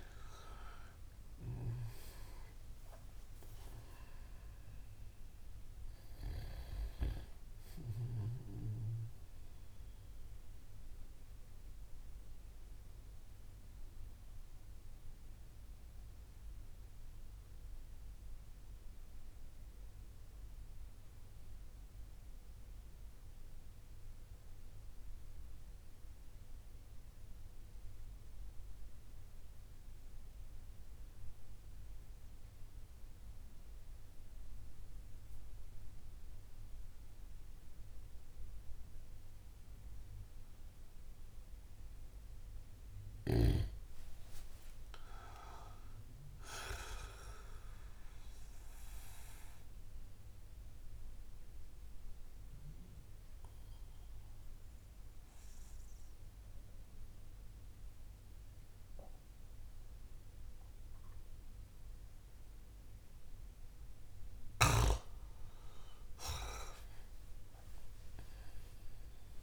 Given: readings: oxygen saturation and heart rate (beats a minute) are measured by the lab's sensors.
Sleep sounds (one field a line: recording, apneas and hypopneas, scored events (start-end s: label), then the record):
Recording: breathing in sleep by a room microphone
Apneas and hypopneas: 2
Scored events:
0.00-4.50 s: oxygen desaturation (device-marked, oxygen 91% lowest)
9.50-42.00 s: mixed apnea (oxygen 96% before, 91% lowest)
41.50-69.43 s: oxygen desaturation (device-marked, oxygen 98% before, 91% lowest)
44.00-47.50 s: arousal
49.50-65.00 s: obstructive apnea (oxygen 99% before, 91% lowest)
66.50-69.43 s: arousal
From the record:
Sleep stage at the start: N2 (light sleep)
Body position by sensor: on the back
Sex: male